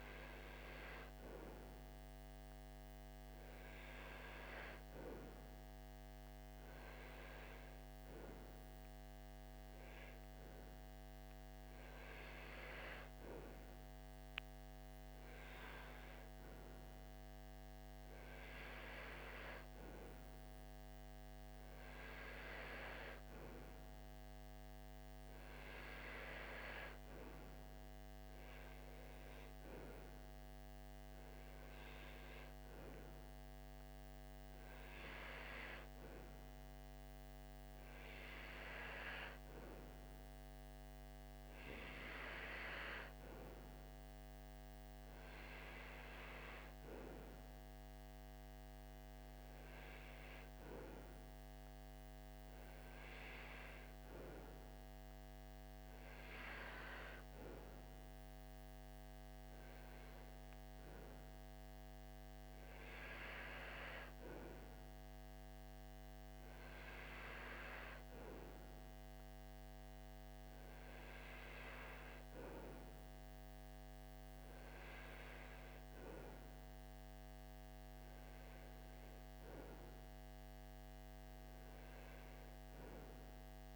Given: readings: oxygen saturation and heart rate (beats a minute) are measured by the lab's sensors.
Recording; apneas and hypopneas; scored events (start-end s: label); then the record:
breathing in sleep by a microphone on the trachea; none
none scored
From the record:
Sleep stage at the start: REM sleep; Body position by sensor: on the right side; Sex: male